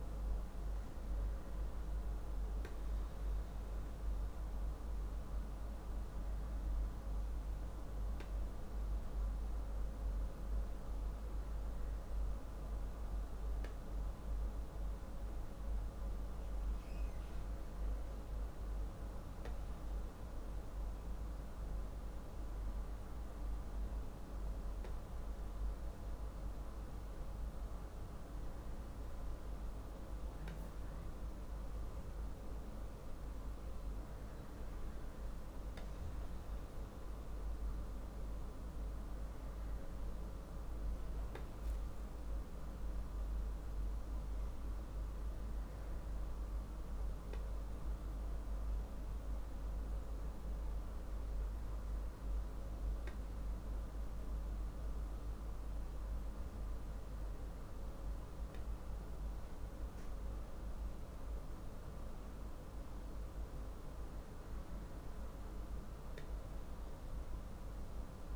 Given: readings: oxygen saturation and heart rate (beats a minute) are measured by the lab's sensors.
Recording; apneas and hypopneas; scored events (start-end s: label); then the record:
breathing in sleep, hard to hear, by a room microphone; none
none scored
From the record:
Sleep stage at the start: N2 (light sleep); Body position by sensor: on the back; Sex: male